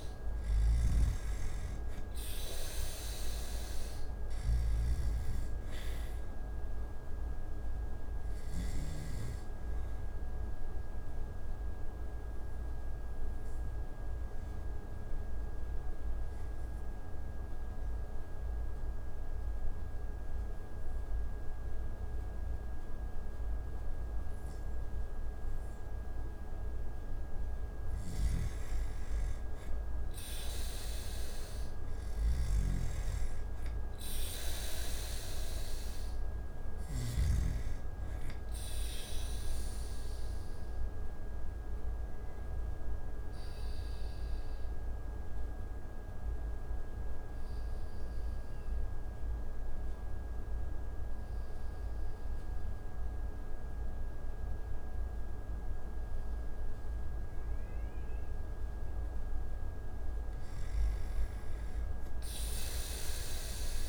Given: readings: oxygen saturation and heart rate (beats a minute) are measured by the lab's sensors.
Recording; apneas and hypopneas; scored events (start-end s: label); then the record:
breathing in sleep, hard to hear, by a room microphone; 2
8.00-27.00 s: oxygen desaturation (device-marked, oxygen 96% before, 89% lowest)
10.50-26.00 s: obstructive apnea (oxygen 96% before, 88% lowest)
28.00-30.50 s: arousal
32.00-37.00 s: snoring (device-marked)
38.00-54.00 s: oxygen desaturation (device-marked, oxygen 97% before, 88% lowest)
40.00-58.50 s: obstructive apnea (oxygen 97% before, 88% lowest)
62.50-63.89 s: arousal
From the record:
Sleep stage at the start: N2 (light sleep); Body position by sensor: on the back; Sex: male